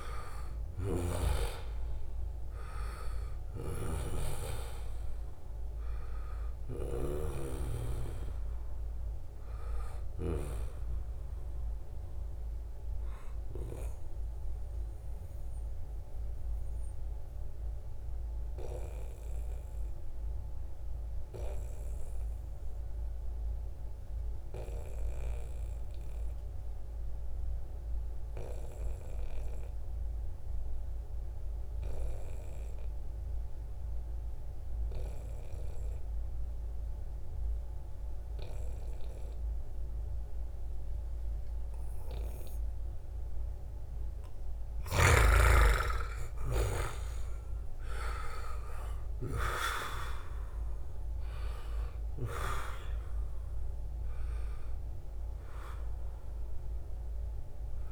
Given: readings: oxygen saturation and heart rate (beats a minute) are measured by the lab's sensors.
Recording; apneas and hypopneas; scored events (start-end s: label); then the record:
breathing in sleep by a room microphone; 1
0.00-1.50 s: long interval between heartbeats (device-marked, heart rate 75 extreme)
0.00-16.50 s: oxygen desaturation (device-marked, oxygen 88% lowest, heart rate 67 extreme)
3.00-10.00 s: snoring (device-marked)
11.50-44.50 s: obstructive apnea (oxygen 95% before, 87% lowest, heart rate 77 before, 66 extreme, up 11 after)
37.50-57.91 s: oxygen desaturation (device-marked, oxygen 97% before, 87% lowest, heart rate 71 before, 66 extreme)
45.50-49.00 s: arousal
From the record:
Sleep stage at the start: N2 (light sleep); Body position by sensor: on the right side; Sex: male